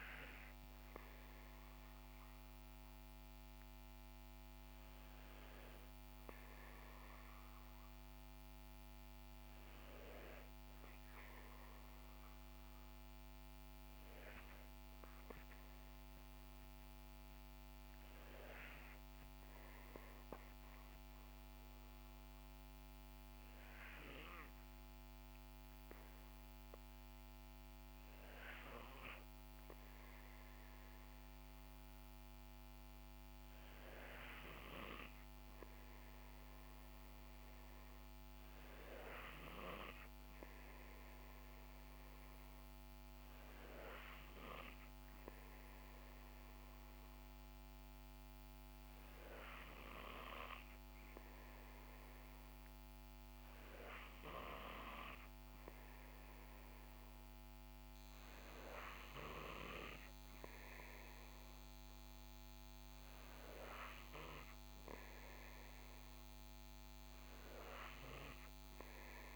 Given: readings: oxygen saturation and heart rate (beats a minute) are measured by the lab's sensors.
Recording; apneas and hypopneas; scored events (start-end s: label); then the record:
breathing in sleep by a microphone on the trachea; none
none scored
From the record:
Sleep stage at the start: N2 (light sleep); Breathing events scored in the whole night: 68 in 7.1 hours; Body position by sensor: on the right side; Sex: male